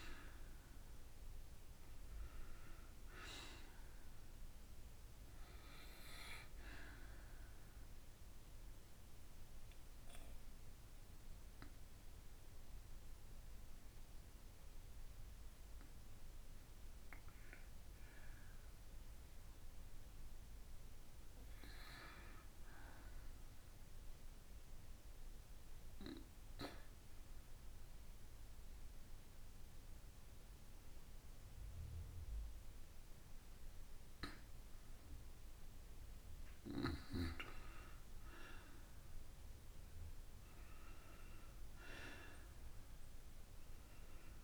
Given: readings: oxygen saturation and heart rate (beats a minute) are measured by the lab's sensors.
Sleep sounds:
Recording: breathing in sleep by a room microphone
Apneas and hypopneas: 1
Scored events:
7.00-17.00 s: obstructive apnea (oxygen 98% before, 89% lowest, heart rate 31 before, 41 extreme, up 20 after)
13.50-35.50 s: oxygen desaturation (device-marked, oxygen 98% before, 90% lowest, heart rate 39 before, 54 extreme)
19.00-22.50 s: arousal
39.50-44.00 s: arousal
From the record:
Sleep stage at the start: N2 (light sleep)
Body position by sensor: on the back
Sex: female

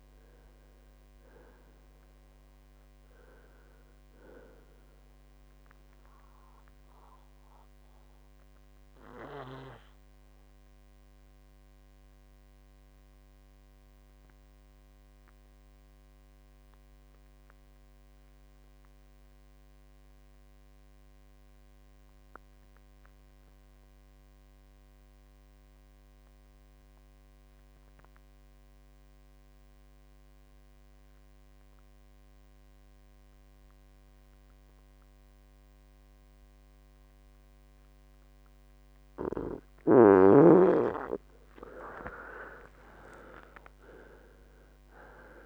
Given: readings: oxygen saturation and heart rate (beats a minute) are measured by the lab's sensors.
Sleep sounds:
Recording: breathing in sleep by a microphone on the trachea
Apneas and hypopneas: 1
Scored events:
0.00-12.50 s: oxygen desaturation (device-marked, oxygen 80% lowest, heart rate 56 extreme)
5.00-39.50 s: mixed apnea (oxygen 92% before, 80% lowest, heart rate 73 before, 62 extreme, up 21 after)
14.50-21.50 s: oxygen desaturation (device-marked, oxygen 83% before, 80% lowest, heart rate 79 before, 62 extreme)
42.00-45.46 s: arousal
43.50-45.46 s: oxygen desaturation (device-marked, oxygen 96% before, 85% lowest, heart rate 66 before, 62 extreme)
From the record:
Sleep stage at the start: N2 (light sleep)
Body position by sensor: on the right side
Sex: male

